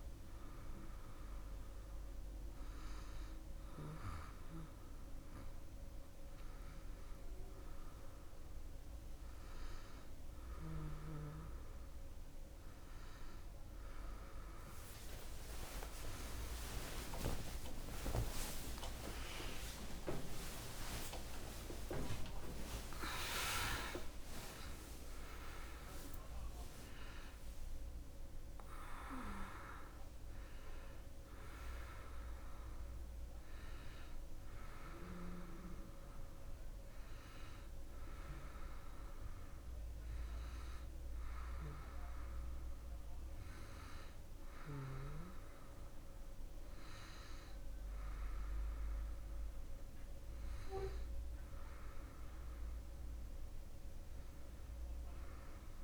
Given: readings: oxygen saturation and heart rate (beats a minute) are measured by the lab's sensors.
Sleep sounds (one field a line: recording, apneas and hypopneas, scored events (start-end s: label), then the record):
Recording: breathing in sleep by a room microphone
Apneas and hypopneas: none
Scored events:
16.00-21.00 s: arousal
52.50-55.84 s: new sleep stage, awake
From the record:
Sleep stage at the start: N1 (lightest sleep)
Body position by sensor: on the back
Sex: female